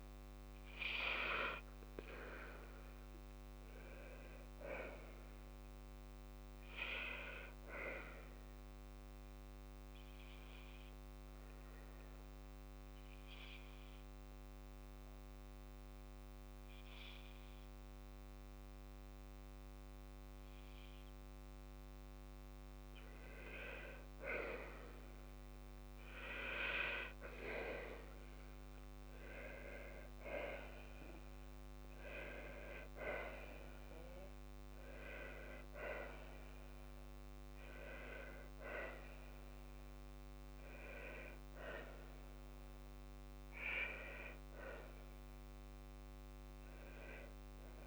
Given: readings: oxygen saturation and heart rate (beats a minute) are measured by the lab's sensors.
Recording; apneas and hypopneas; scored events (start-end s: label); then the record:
breathing in sleep by a microphone on the trachea; 1
6.50-27.50 s: obstructive apnea (oxygen 98% before, 95% lowest, heart rate 58 before, 55 extreme, up 6 after)
From the record:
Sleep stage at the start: N2 (light sleep); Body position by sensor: on the back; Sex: female